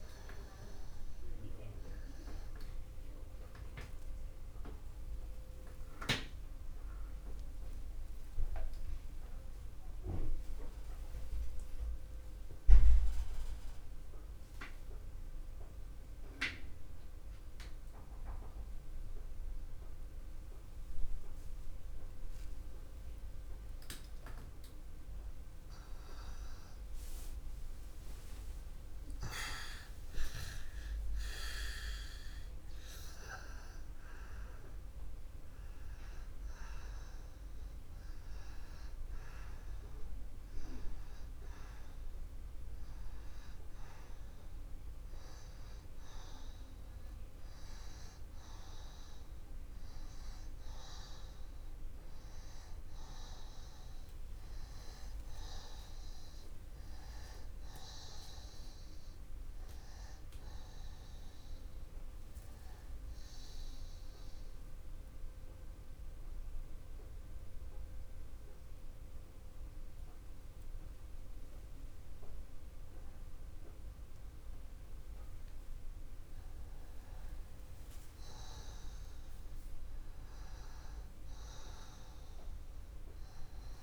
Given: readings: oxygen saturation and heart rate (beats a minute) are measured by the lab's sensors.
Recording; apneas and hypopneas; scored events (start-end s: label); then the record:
breathing in sleep by a room microphone; 2
0.00-15.00 s: oxygen desaturation (device-marked, oxygen 89% lowest)
4.00-25.00 s: obstructive apnea (oxygen 97% before, 90% lowest, heart rate 41 before, 61 extreme, up 7 after)
26.50-30.50 s: arousal
39.00-56.00 s: oxygen desaturation (device-marked, oxygen 99% before, 91% lowest, heart rate 68 before, 65 extreme)
61.50-77.50 s: obstructive apnea (oxygen 99% before, 90% lowest, heart rate 77 before, 64 extreme, up 9 after)
79.50-83.83 s: arousal
From the record:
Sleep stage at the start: N2 (light sleep); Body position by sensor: on the back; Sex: male